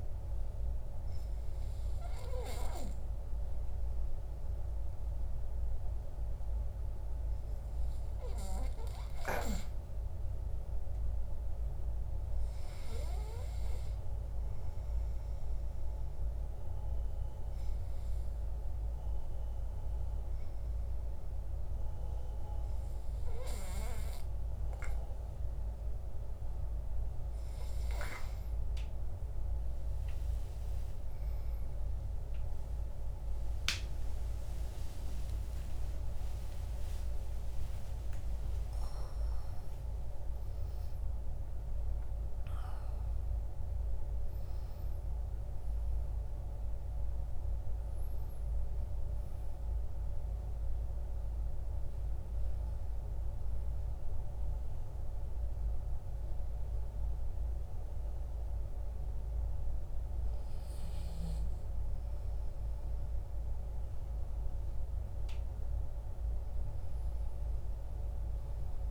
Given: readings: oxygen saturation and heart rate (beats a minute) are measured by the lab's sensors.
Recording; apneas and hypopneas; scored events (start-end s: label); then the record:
breathing in sleep, hard to hear, by a room microphone; 1
10.00-13.50 s: arousal
16.00-27.00 s: hypopnea (oxygen 97% before, 94% lowest, heart rate 60 before, 50 extreme, up 24 after)
31.00-37.50 s: arousal
From the record:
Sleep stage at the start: N2 (light sleep); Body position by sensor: on the back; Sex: male